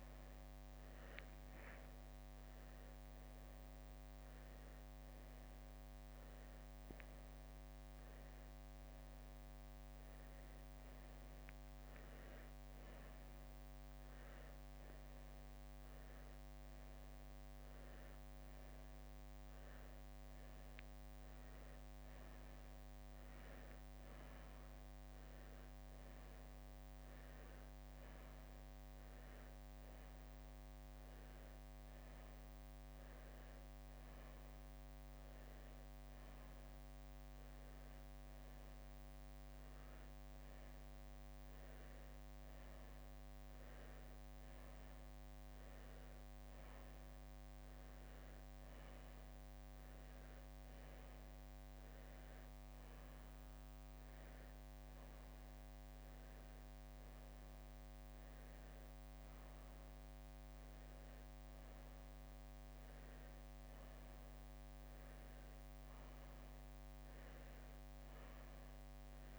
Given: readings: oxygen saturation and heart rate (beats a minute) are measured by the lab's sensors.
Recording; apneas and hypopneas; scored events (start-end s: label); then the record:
a person awake in a sleep study, hard to hear, by a microphone on the trachea; none
1.50-11.50 s: leg movement (device-marked)
15.00-23.50 s: leg movement (device-marked)
33.00-40.50 s: leg movement (device-marked)
33.50-35.50 s: bradycardia (device-marked, heart rate 65 before, 61 extreme)
47.50-49.50 s: bradycardia (device-marked, heart rate 65 before, 60 extreme)
59.50-69.39 s: drop in pulse transit time (device-marked, heart rate 62 before, 59 extreme)
From the record:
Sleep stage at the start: awake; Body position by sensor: on the right side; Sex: female